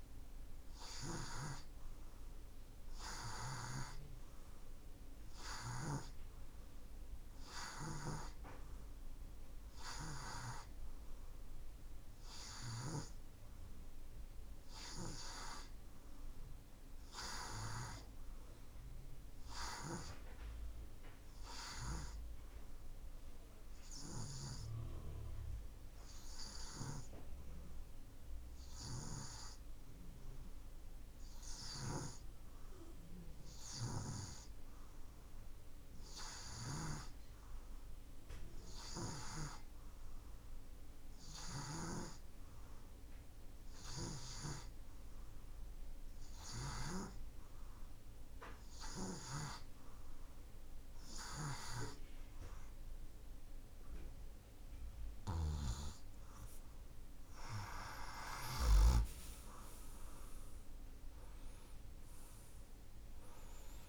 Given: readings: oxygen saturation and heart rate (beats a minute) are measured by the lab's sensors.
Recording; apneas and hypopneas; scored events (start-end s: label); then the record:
breathing in sleep by a room microphone; 1
0.00-10.50 s: oxygen desaturation (device-marked, oxygen 88% lowest)
21.50-39.50 s: hypopnea (oxygen 91% before, 88% lowest)
41.50-45.00 s: arousal
54.50-63.88 s: oxygen desaturation (device-marked, oxygen 91% before, 88% lowest)
55.00-59.00 s: snoring (device-marked)
From the record:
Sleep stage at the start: N2 (light sleep); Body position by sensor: on the right side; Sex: male